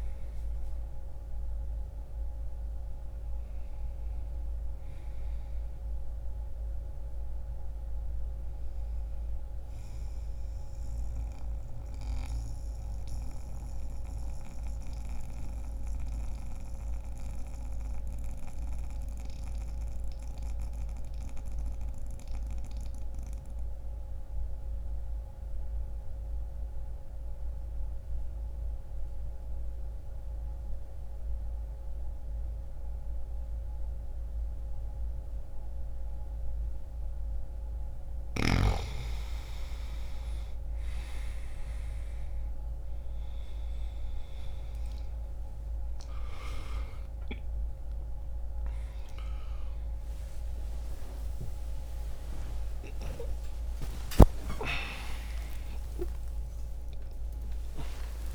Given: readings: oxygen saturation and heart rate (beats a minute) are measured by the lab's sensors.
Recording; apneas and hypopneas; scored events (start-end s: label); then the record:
breathing in sleep by a room microphone; 1
0.00-23.50 s: oxygen desaturation (device-marked, oxygen 84% lowest, heart rate 60 extreme)
10.00-37.00 s: mixed apnea (oxygen 95% before, 84% lowest, heart rate 62 before, 60 extreme, up 5 after)
37.50-58.35 s: oxygen desaturation (device-marked, oxygen 98% before, 86% lowest)
47.50-58.35 s: new sleep stage, awake
From the record:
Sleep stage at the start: N2 (light sleep); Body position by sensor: on the back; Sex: male